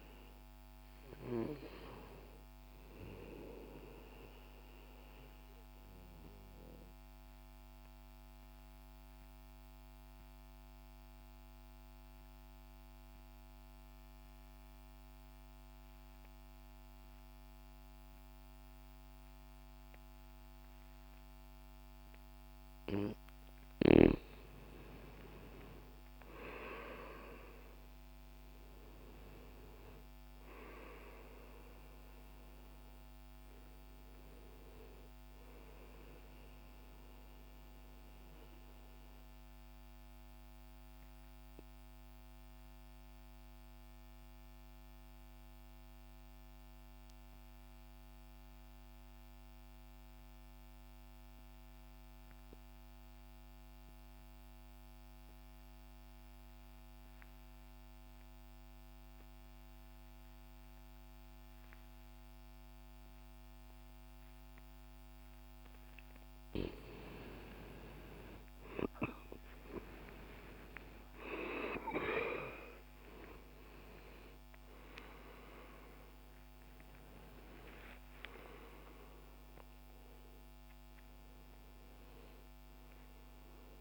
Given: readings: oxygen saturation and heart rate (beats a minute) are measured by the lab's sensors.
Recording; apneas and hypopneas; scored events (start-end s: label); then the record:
breathing in sleep by a microphone on the trachea; 2
0.00-19.50 s: oxygen desaturation (device-marked, oxygen 91% lowest, heart rate 59 extreme)
4.50-23.00 s: obstructive apnea (oxygen 99% before, 87% lowest, heart rate 67 before, 59 extreme, up 11 after)
25.00-29.50 s: arousal
28.50-54.50 s: oxygen desaturation (device-marked, oxygen 95% before, 87% lowest, heart rate 61 before, 60 extreme)
37.50-66.50 s: obstructive apnea (oxygen 95% before, 84% lowest, heart rate 63 before, 60 extreme, up 30 after)
66.50-83.81 s: oxygen desaturation (device-marked, oxygen 97% before, 89% lowest, heart rate 60 before, 60 extreme)
68.00-72.50 s: arousal
From the record:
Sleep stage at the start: N2 (light sleep); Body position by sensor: on the back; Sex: male